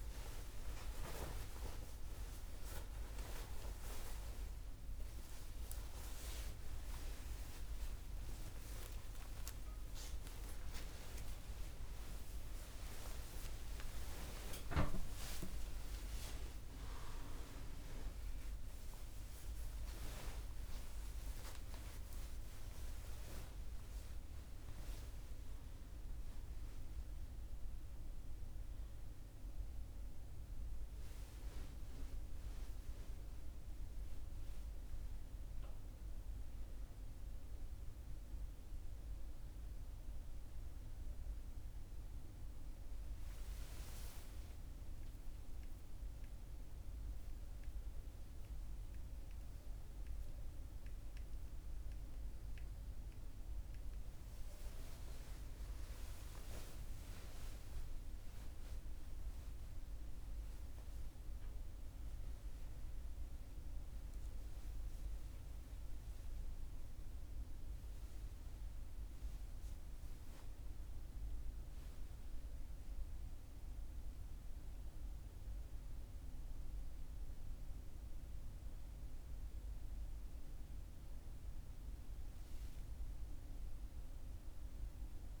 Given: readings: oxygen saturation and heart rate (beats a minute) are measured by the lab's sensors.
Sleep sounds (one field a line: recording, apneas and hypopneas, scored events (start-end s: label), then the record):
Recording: a person awake in a sleep study, by a room microphone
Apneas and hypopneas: none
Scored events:
53.50-85.40 s: new sleep stage, N1 (lightest sleep)
67.50-82.50 s: oxygen desaturation (device-marked, oxygen 98% before, 94% lowest, heart rate 55 before, 47 extreme)
From the record:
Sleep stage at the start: awake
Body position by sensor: on the back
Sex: male